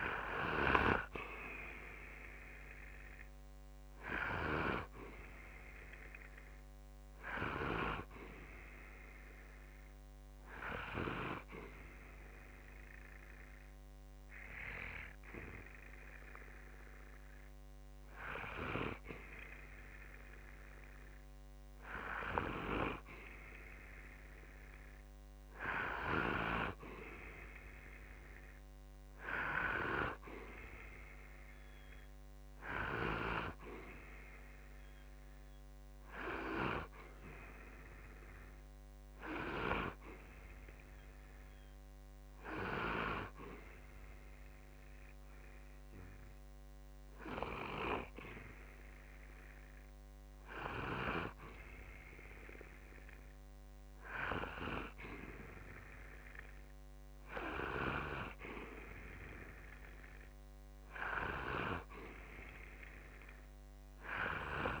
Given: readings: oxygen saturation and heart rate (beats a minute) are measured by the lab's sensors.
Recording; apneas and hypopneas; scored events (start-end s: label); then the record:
breathing in sleep by a microphone on the trachea; 1
0.00-3.00 s: arousal
10.50-22.00 s: hypopnea (oxygen 92% before, 89% lowest, heart rate 65 before, 60 extreme, up 0 after)
24.50-28.00 s: arousal
27.50-38.50 s: oxygen desaturation (device-marked, oxygen 94% before, 89% lowest, heart rate 60 before, 60 extreme)
From the record:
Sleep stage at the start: N2 (light sleep); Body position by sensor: on the back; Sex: male